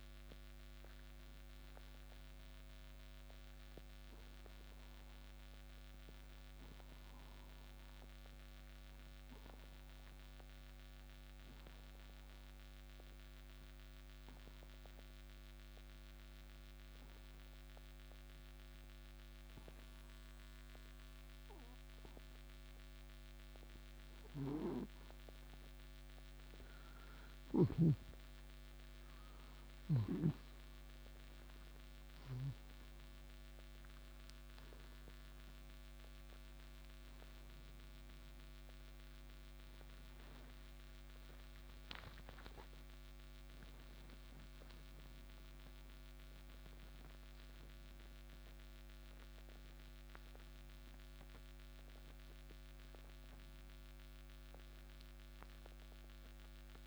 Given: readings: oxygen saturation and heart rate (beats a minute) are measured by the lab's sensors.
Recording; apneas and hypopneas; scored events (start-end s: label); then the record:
breathing in sleep, hard to hear, by a microphone on the trachea; 1
9.00-24.50 s: obstructive apnea (oxygen 97% before, 86% lowest, heart rate 115 before, 97 extreme, up 22 after)
28.00-32.00 s: arousal
31.00-56.87 s: oxygen desaturation (device-marked, oxygen 95% before, 86% lowest, heart rate 103 before, 83 extreme)
From the record:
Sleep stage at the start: N2 (light sleep); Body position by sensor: on the right side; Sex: male